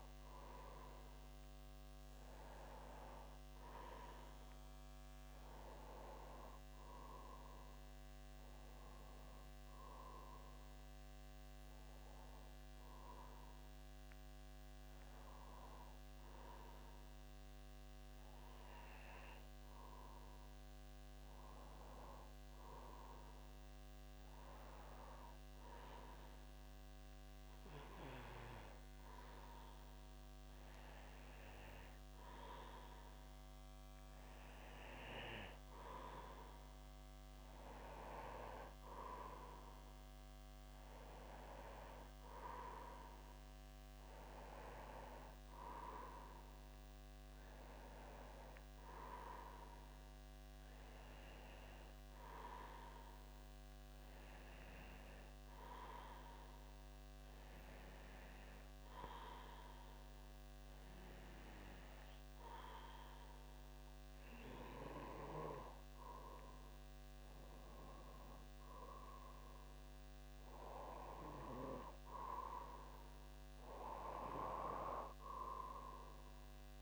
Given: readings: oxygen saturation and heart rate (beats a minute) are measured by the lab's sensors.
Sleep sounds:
breathing in sleep by a microphone on the trachea; 2
0.00-11.50 s: oxygen desaturation (device-marked, oxygen 91% lowest, heart rate 60 extreme)
6.00-10.00 s: arousal
12.00-24.50 s: hypopnea (oxygen 94% before, 91% lowest, heart rate 61 before, 59 extreme, up 2 after)
27.00-30.50 s: arousal
43.50-53.50 s: bradycardia (device-marked, heart rate 62 before, 59 extreme)
52.50-65.00 s: hypopnea (oxygen 93% before, 92% lowest, heart rate 61 before, 58 extreme, up 2 after)
66.00-69.00 s: arousal
71.50-73.50 s: bradycardia (device-marked, heart rate 61 before, 61 extreme)
From the record:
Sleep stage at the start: N2 (light sleep); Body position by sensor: on the back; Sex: male

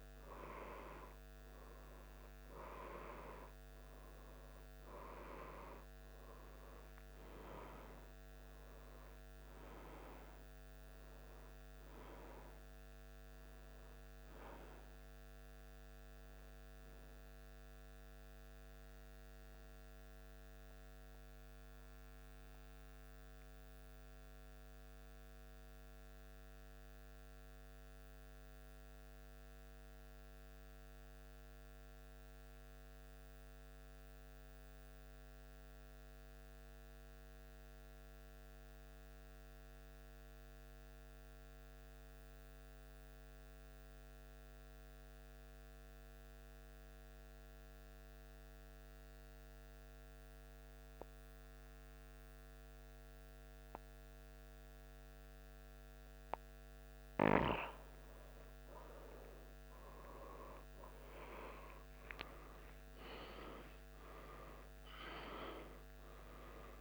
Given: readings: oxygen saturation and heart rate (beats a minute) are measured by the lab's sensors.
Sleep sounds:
breathing in sleep by a microphone on the trachea; 1
22.50-56.50 s: mixed apnea (oxygen 96% before, 94% lowest, heart rate 76 before, 72 extreme, up 3 after)
59.00-64.00 s: arousal
61.50-66.81 s: new sleep stage, N1 (lightest sleep)
From the record:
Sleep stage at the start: N2 (light sleep); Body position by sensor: on the back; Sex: male

